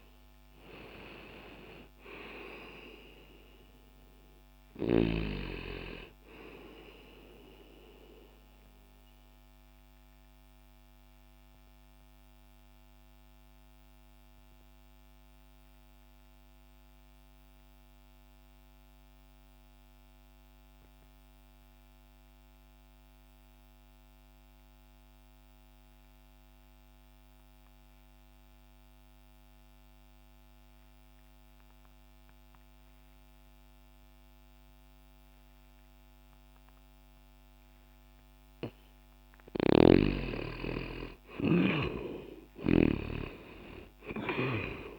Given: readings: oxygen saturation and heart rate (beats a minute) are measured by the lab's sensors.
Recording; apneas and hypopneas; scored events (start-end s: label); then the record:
breathing in sleep by a microphone on the trachea; 1
0.00-28.50 s: oxygen desaturation (device-marked, oxygen 84% lowest, heart rate 60 extreme)
9.00-37.50 s: mixed apnea (oxygen 96% before, 84% lowest, heart rate 63 before, 60 extreme, up 10 after)
39.00-42.50 s: snoring (device-marked)
40.50-44.50 s: arousal
41.50-44.99 s: oxygen desaturation (device-marked, oxygen 98% before, 90% lowest, heart rate 61 before, 60 extreme)
From the record:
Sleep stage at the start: N2 (light sleep); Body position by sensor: on the left side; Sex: male